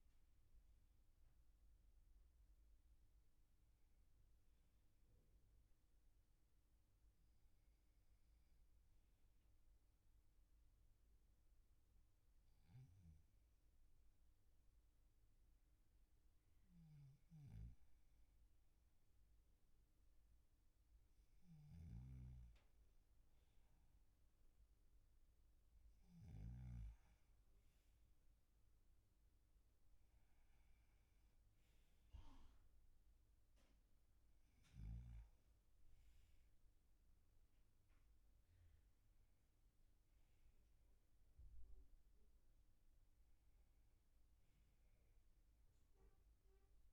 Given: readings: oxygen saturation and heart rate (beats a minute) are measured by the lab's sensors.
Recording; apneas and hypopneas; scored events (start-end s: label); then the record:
breathing in sleep, hard to hear, by a room microphone; none
0.00-1.00 s: arousal
37.50-41.50 s: arousal
From the record:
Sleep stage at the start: N2 (light sleep); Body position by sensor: on the back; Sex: male